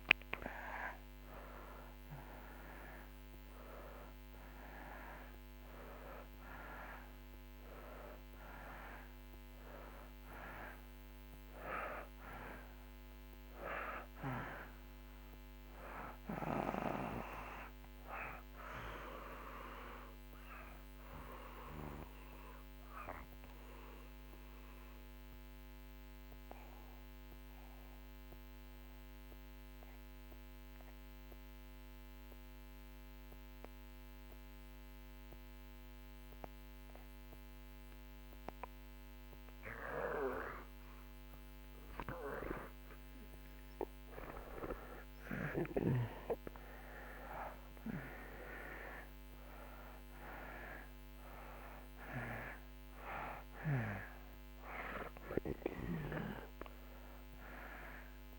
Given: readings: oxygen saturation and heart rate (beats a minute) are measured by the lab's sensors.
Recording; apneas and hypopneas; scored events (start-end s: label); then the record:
breathing in sleep by a microphone on the trachea; 1
0.00-31.00 s: oxygen desaturation (device-marked, oxygen 96% before, 79% lowest)
22.00-42.00 s: obstructive apnea (oxygen 96% before, 79% lowest)
47.00-58.39 s: oxygen desaturation (device-marked, oxygen 96% before, 79% lowest)
49.50-54.00 s: arousal
From the record:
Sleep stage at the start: REM sleep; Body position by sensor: on the back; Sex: male